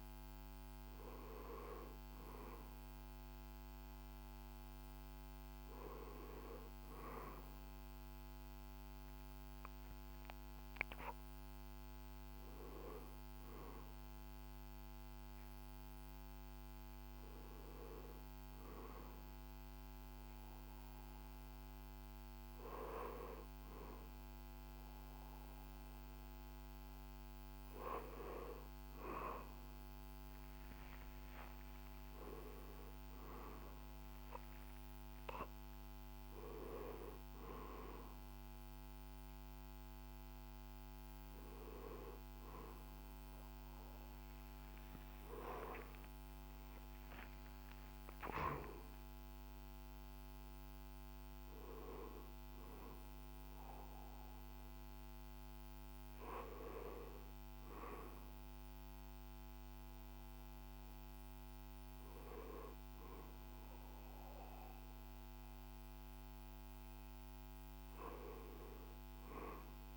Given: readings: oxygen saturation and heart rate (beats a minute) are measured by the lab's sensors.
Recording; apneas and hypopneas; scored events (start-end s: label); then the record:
a person awake in a sleep study, by a microphone on the trachea; none
27.50-69.97 s: new sleep stage, awake
35.50-42.50 s: drop in pulse transit time (device-marked, heart rate 68 before, 72 extreme)
From the record:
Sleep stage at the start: N1 (lightest sleep); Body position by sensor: on the back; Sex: male